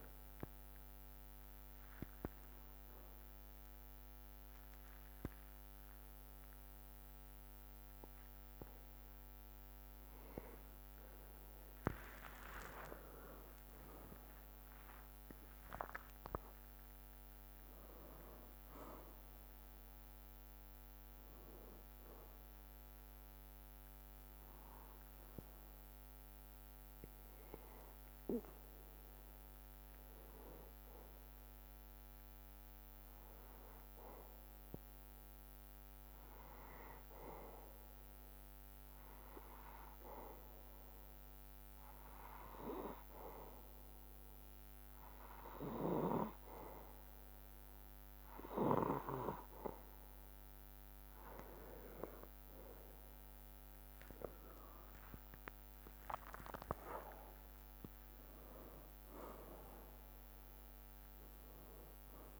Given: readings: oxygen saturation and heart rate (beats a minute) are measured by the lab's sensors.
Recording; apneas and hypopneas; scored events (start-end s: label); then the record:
breathing in sleep by a microphone on the trachea; 2
0.00-1.00 s: drop in pulse transit time (device-marked, heart rate 57 extreme)
0.00-9.00 s: bradycardia (device-marked, heart rate 61 before, 55 extreme)
0.50-11.50 s: obstructive apnea (oxygen 97% before, 96% lowest, heart rate 58 before, 50 extreme, up 18 after)
12.50-14.50 s: long interval between heartbeats (device-marked, heart rate 59 before, 68 extreme)
12.50-17.50 s: arousal
13.00-24.00 s: drop in pulse transit time (device-marked, heart rate 59 before, 56 extreme)
19.00-57.00 s: bradycardia (device-marked, heart rate 60 before, 50 extreme)
25.00-53.00 s: obstructive apnea (oxygen 97% before, 95% lowest, heart rate 62 before, 50 extreme, up 8 after)
53.00-62.40 s: drop in pulse transit time (device-marked, heart rate 52 before, 53 extreme)
56.00-60.00 s: arousal
61.00-62.40 s: bradycardia (device-marked, heart rate 59 before, 52 extreme)
From the record:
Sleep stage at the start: N2 (light sleep); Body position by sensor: on the back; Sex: male